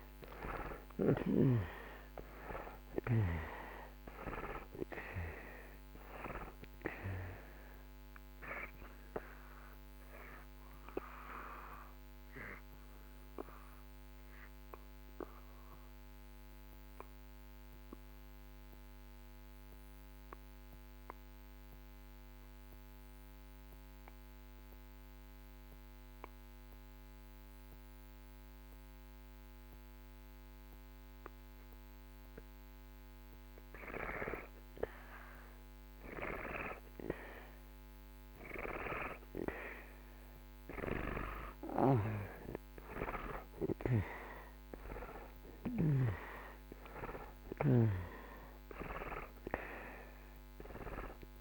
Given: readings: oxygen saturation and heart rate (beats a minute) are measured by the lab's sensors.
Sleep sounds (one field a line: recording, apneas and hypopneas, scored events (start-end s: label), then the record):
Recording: breathing in sleep by a microphone on the trachea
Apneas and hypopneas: 1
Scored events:
0.00-30.50 s: oxygen desaturation (device-marked, oxygen 78% lowest)
12.50-32.50 s: obstructive apnea (oxygen 96% before, 76% lowest)
34.50-39.50 s: arousal
38.50-51.41 s: oxygen desaturation (device-marked, oxygen 96% before, 76% lowest)
From the record:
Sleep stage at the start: N2 (light sleep)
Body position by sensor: on the back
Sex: male